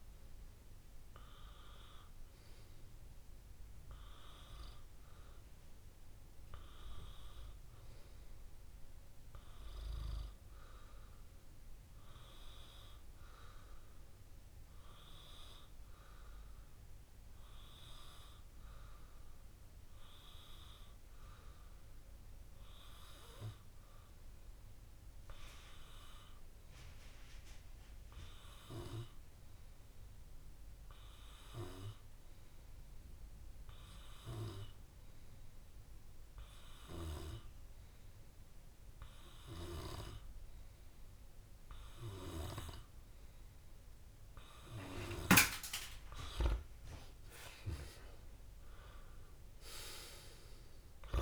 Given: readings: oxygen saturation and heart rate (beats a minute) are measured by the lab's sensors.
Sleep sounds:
breathing in sleep by a room microphone; 1
0.00-1.00 s: long interval between heartbeats (device-marked)
3.00-9.00 s: tachycardia (device-marked, heart rate 52 before, 102 extreme)
9.00-11.00 s: oxygen desaturation (device-marked, oxygen 99% before, 97% lowest)
11.50-43.50 s: obstructive apnea (oxygen 99% before, 94% lowest)
39.00-41.00 s: long interval between heartbeats (device-marked)
47.00-51.00 s: arousal
From the record:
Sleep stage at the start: N2 (light sleep); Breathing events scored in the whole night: 242 in 5.2 hours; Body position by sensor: on the back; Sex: male

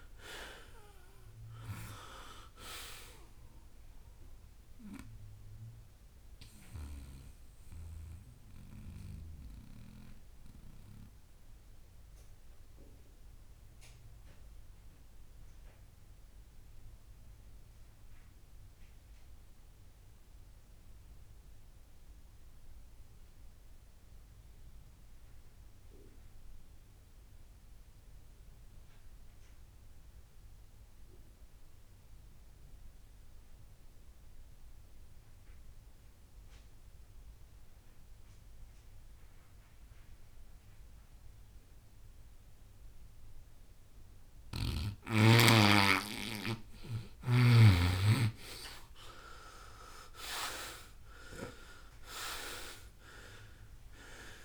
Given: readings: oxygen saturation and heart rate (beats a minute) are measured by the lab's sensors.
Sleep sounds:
breathing in sleep by a room microphone; 1
0.00-24.00 s: oxygen desaturation (device-marked, oxygen 82% lowest, heart rate 59 extreme)
6.00-43.50 s: mixed apnea (oxygen 95% before, 82% lowest, heart rate 73 before, 59 extreme, up 18 after)
41.00-54.45 s: oxygen desaturation (device-marked, oxygen 97% before, 84% lowest, heart rate 64 before, 62 extreme)
49.00-53.50 s: arousal
From the record:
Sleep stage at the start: N2 (light sleep); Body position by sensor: on the right side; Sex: male

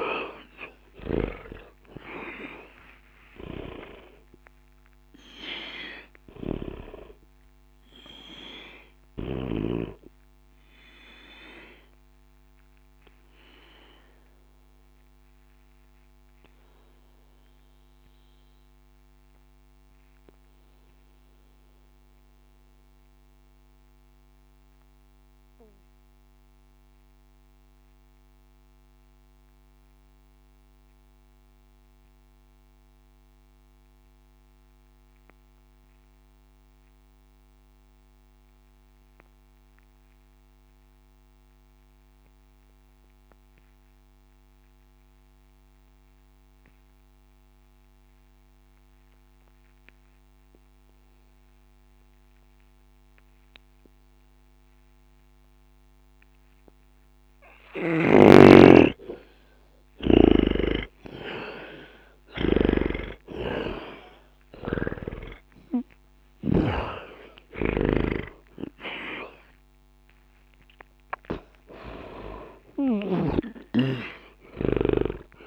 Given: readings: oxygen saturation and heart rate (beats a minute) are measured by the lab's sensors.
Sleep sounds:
breathing in sleep by a microphone on the trachea; 1
0.00-34.50 s: oxygen desaturation (device-marked, oxygen 74% lowest, heart rate 60 extreme)
11.00-60.00 s: obstructive apnea (oxygen 96% before, 73% lowest, heart rate 61 before, 60 extreme, up 10 after)
52.50-75.47 s: oxygen desaturation (device-marked, oxygen 99% before, 73% lowest, heart rate 60 before, 60 extreme)
58.00-75.47 s: snoring (device-marked)
62.50-66.50 s: arousal
From the record:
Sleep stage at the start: N2 (light sleep); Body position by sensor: on the back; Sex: male

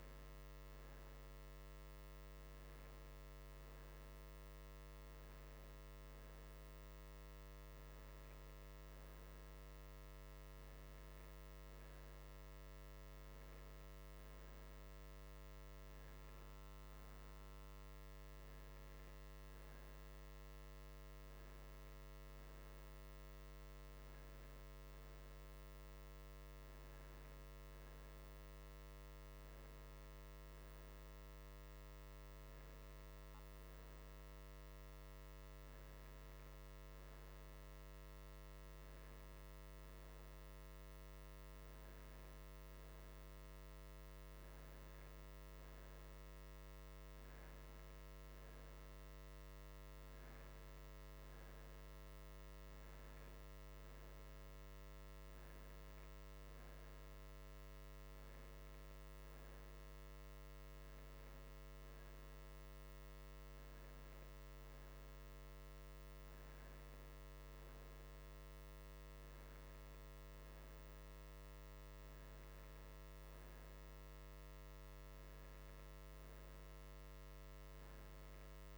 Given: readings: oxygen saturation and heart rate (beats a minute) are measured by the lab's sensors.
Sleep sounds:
breathing in sleep, hard to hear, by a microphone on the trachea; none
none scored
From the record:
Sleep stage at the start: N2 (light sleep); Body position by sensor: on the right side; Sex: male

